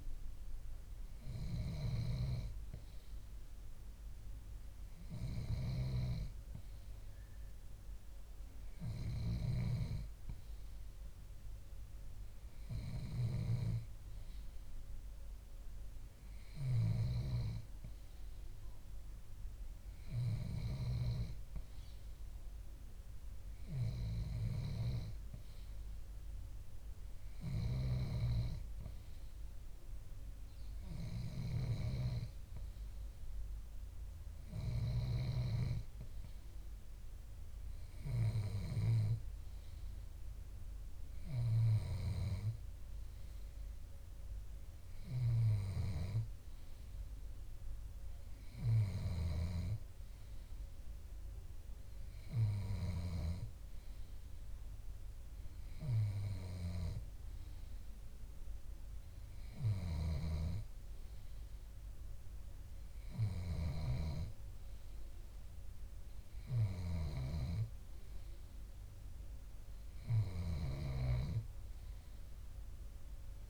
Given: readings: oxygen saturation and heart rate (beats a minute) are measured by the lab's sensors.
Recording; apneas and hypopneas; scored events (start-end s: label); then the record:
breathing in sleep by a room microphone; none
0.00-35.50 s: snoring (device-marked)
10.00-73.50 s: new sleep stage, N3 (deep sleep)
13.00-15.00 s: bradycardia (device-marked, heart rate 61 before, 60 extreme)
41.50-53.50 s: snoring (device-marked)
60.00-71.00 s: snoring (device-marked)
From the record:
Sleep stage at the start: N2 (light sleep); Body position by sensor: on the left side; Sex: male